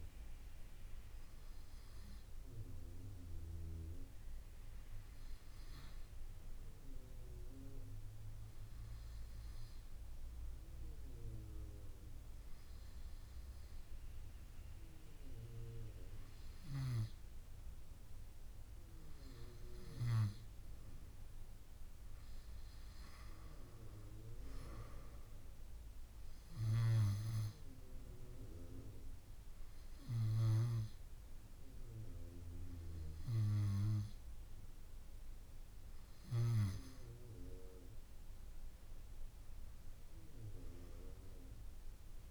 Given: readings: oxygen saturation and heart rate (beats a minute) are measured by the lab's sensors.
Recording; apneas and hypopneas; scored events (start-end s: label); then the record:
breathing in sleep by a room microphone; none
none scored
From the record:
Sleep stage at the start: N2 (light sleep); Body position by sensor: on the right side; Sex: female